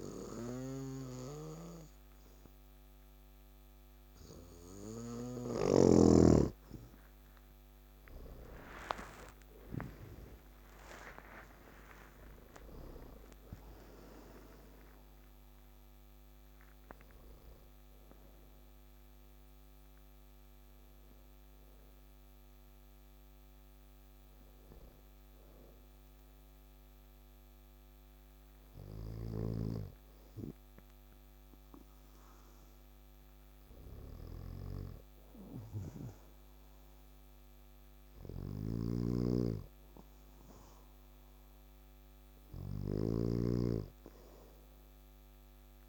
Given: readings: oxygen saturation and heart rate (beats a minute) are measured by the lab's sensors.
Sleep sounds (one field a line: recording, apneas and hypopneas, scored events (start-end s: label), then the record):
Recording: breathing in sleep by a microphone on the trachea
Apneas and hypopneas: none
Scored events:
7.50-11.00 s: arousal
9.50-39.50 s: oxygen desaturation (device-marked, oxygen 95% before, 89% lowest, heart rate 64 before, 64 extreme)
38.00-45.89 s: snoring (device-marked)
42.00-45.00 s: arousal
From the record:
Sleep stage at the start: N2 (light sleep)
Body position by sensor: on the back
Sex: male